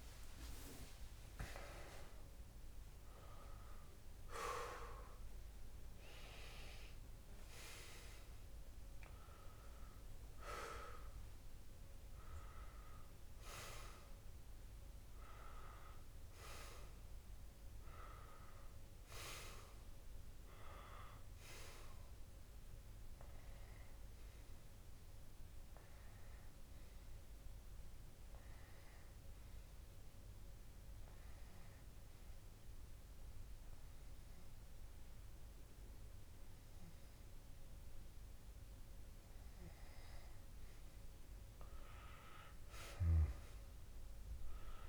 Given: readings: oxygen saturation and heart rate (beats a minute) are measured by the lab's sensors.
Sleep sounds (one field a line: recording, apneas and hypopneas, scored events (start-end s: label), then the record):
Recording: breathing in sleep by a room microphone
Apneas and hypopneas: 1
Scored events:
0.00-1.00 s: arousal
26.00-38.50 s: hypopnea (oxygen 99% before, 96% lowest)
40.50-44.50 s: arousal
From the record:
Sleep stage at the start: N2 (light sleep)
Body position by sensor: on the left side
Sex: male